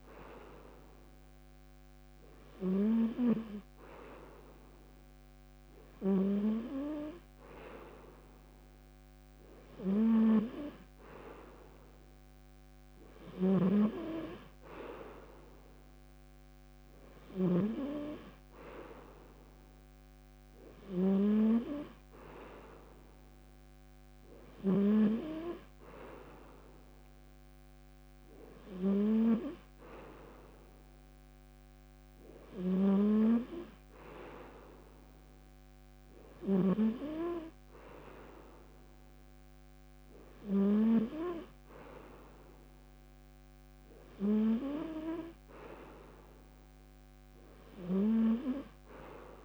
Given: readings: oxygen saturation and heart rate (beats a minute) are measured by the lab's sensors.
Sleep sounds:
breathing in sleep by a microphone on the trachea; none
13.00-17.50 s: snoring (device-marked)
32.00-36.50 s: snoring (device-marked)
From the record:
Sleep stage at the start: N2 (light sleep); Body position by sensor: on the front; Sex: male

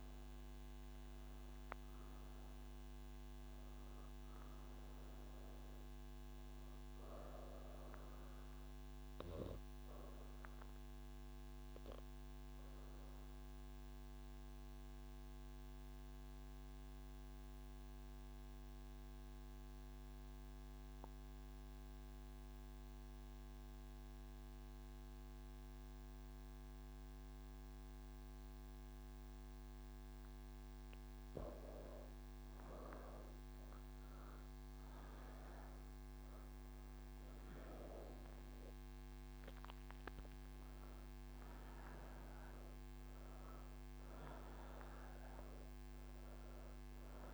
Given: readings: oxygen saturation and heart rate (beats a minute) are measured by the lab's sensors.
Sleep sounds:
breathing in sleep, hard to hear, by a microphone on the trachea; none
0.00-19.00 s: oxygen desaturation (device-marked, oxygen 92% lowest)
From the record:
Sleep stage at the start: N3 (deep sleep); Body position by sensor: on the right side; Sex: female

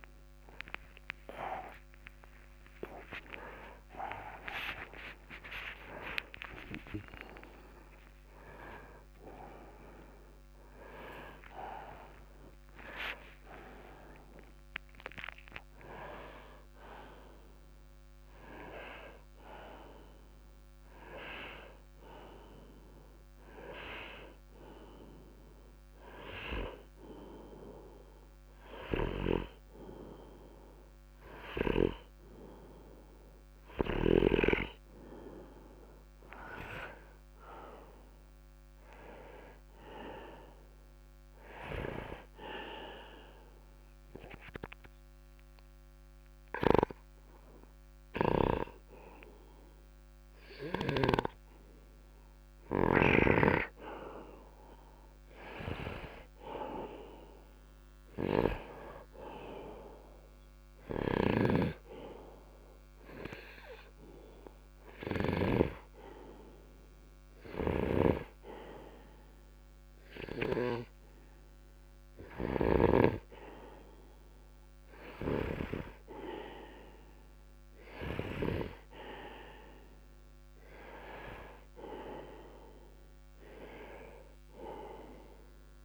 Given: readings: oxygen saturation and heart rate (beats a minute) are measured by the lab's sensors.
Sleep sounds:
a person partly awake in a sleep study, by a microphone on the trachea; 2
2.00-4.00 s: long interval between heartbeats (device-marked, heart rate 116 before, 108 extreme)
4.00-6.00 s: long interval between heartbeats (device-marked, heart rate 117 before, 107 extreme)
7.00-9.00 s: long interval between heartbeats (device-marked, heart rate 113 before, 108 extreme)
9.50-11.50 s: long interval between heartbeats (device-marked, heart rate 105 before, 114 extreme)
11.50-13.50 s: long interval between heartbeats (device-marked, heart rate 103 before, 120 extreme)
13.50-15.50 s: long interval between heartbeats (device-marked, heart rate 104 before, 112 extreme)
13.50-43.50 s: new sleep stage, N1 (lightest sleep)
21.50-37.50 s: oxygen desaturation (device-marked, oxygen 100% before, 95% lowest, heart rate 104 before, 66 extreme)
42.50-59.50 s: oxygen desaturation (device-marked, oxygen 96% before, 90% lowest, heart rate 70 before, 66 extreme)
43.50-54.00 s: hypopnea (oxygen 100% before, 89% lowest, heart rate 70 before, 66 extreme, up 2 after)
43.50-85.85 s: new sleep stage, N2 (light sleep)
48.00-53.50 s: snoring (device-marked)
56.50-60.50 s: arousal
61.50-73.00 s: snoring (device-marked)
61.50-78.50 s: oxygen desaturation (device-marked, oxygen 95% before, 89% lowest, heart rate 68 before, 66 extreme)
63.50-74.00 s: hypopnea (oxygen 96% before, 85% lowest, heart rate 67 before, 66 extreme, up 2 after)
77.50-83.00 s: arousal
From the record:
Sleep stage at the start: awake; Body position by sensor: on the right side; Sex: male

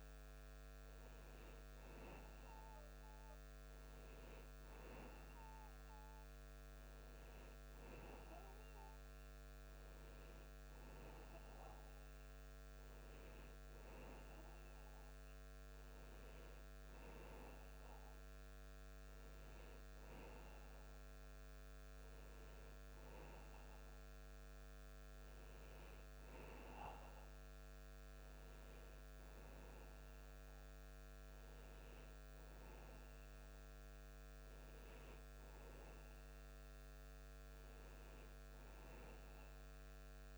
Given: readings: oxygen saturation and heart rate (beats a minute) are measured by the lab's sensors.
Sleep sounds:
breathing in sleep by a microphone on the trachea; none
none scored
From the record:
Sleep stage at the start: N2 (light sleep); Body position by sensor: on the back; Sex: male

